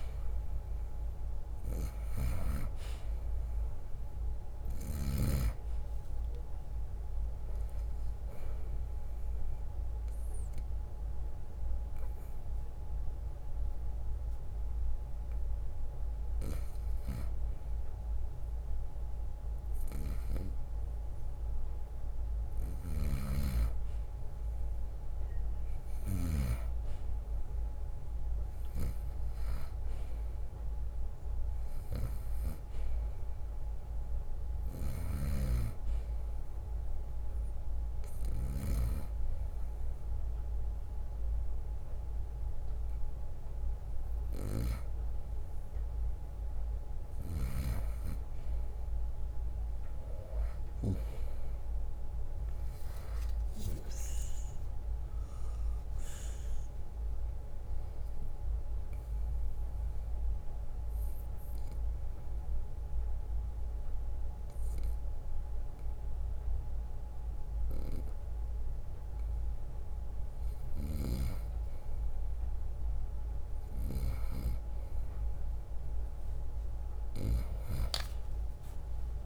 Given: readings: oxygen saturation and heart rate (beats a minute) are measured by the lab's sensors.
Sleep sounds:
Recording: breathing in sleep by a room microphone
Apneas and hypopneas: 3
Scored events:
0.00-11.50 s: drop in pulse transit time (device-marked, heart rate 62 extreme)
2.00-5.50 s: snoring (device-marked)
3.00-7.00 s: arousal
9.50-22.50 s: obstructive apnea (oxygen 97% before, 90% lowest, heart rate 63 before, 60 extreme, up 3 after)
15.50-27.50 s: oxygen desaturation (device-marked, oxygen 95% before, 90% lowest, heart rate 64 before, 60 extreme)
22.50-26.50 s: snoring (device-marked)
28.50-32.50 s: arousal
29.50-41.50 s: drop in pulse transit time (device-marked, heart rate 62 before, 62 extreme)
35.00-39.00 s: snoring (device-marked)
37.00-48.50 s: hypopnea (oxygen 96% before, 92% lowest, heart rate 62 before, 60 extreme, up 6 after)
51.00-55.50 s: arousal
53.50-64.50 s: drop in pulse transit time (device-marked, heart rate 62 before, 64 extreme)
58.50-71.00 s: obstructive apnea (oxygen 96% before, 92% lowest, heart rate 63 before, 60 extreme, up 3 after)
From the record:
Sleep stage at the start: N2 (light sleep)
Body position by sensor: on the right side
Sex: male

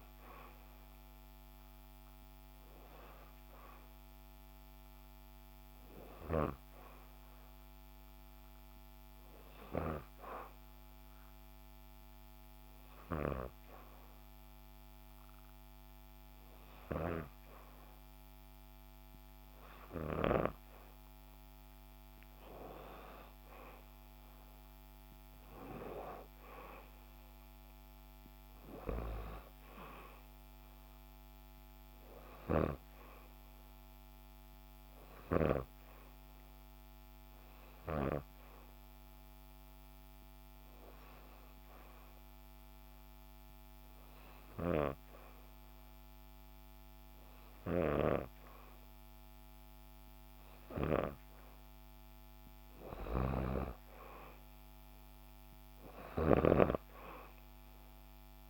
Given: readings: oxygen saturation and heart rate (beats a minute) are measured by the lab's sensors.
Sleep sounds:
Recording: breathing in sleep by a microphone on the trachea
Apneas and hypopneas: 2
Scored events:
0.00-11.00 s: oxygen desaturation (device-marked, oxygen 91% lowest, heart rate 63 extreme)
6.00-17.00 s: obstructive apnea (oxygen 95% before, 92% lowest, heart rate 65 before, 63 extreme, up 2 after)
19.00-58.50 s: new sleep stage, N2 (light sleep)
21.00-26.00 s: arousal
33.00-48.00 s: obstructive apnea (oxygen 96% before, 92% lowest, heart rate 64 before, 64 extreme, up 2 after)
51.50-56.50 s: arousal
From the record:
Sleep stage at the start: REM sleep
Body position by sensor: on the back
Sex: female

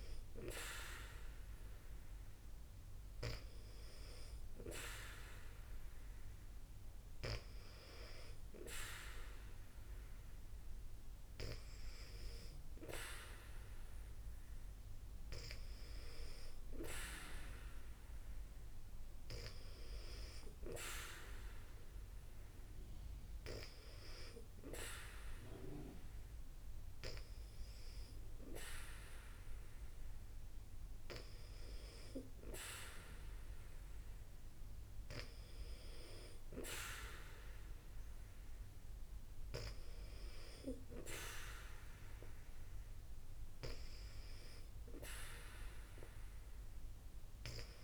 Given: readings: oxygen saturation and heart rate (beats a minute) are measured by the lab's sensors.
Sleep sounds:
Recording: breathing in sleep by a room microphone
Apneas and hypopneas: none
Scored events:
none scored
From the record:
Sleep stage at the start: N2 (light sleep)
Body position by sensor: on the back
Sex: female

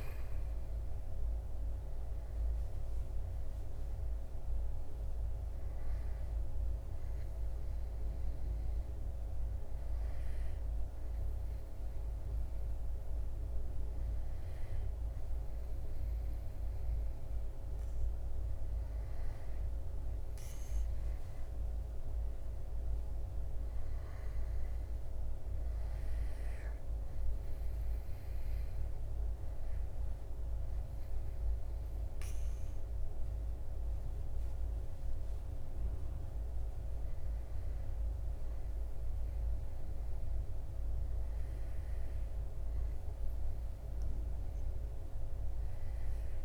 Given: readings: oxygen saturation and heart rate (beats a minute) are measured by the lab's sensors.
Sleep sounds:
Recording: breathing in sleep, hard to hear, by a room microphone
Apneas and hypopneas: 1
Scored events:
0.00-8.50 s: oxygen desaturation (device-marked, oxygen 94% lowest, heart rate 64 extreme)
8.00-19.50 s: hypopnea (oxygen 97% before, 94% lowest, heart rate 76 before, 64 extreme, up 16 after)
23.00-26.00 s: arousal
From the record:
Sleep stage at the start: N2 (light sleep)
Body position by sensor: on the back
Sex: male

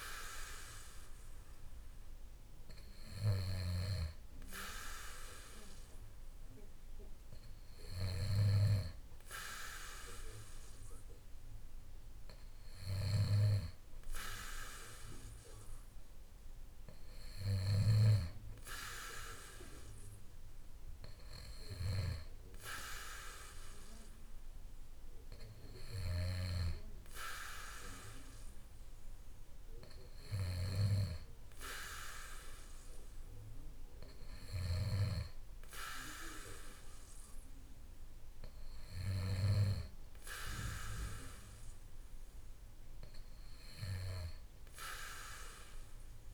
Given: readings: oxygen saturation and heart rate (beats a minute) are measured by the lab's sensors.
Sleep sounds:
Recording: breathing in sleep by a room microphone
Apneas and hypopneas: none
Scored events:
none scored
From the record:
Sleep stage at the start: N2 (light sleep)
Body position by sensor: on the back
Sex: male

